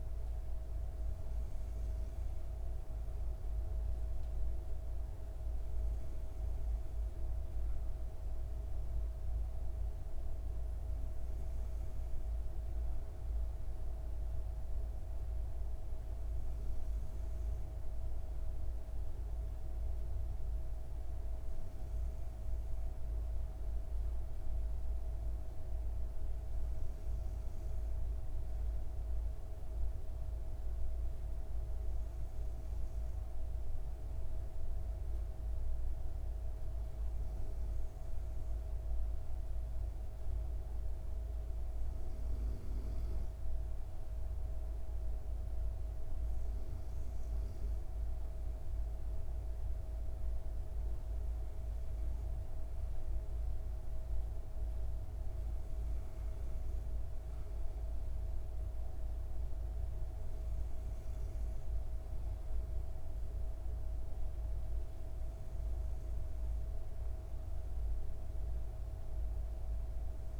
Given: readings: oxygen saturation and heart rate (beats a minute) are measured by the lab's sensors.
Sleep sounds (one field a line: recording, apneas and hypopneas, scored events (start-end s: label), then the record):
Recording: breathing in sleep, hard to hear, by a room microphone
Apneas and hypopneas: none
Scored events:
none scored
From the record:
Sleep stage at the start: N2 (light sleep)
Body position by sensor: on the back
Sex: female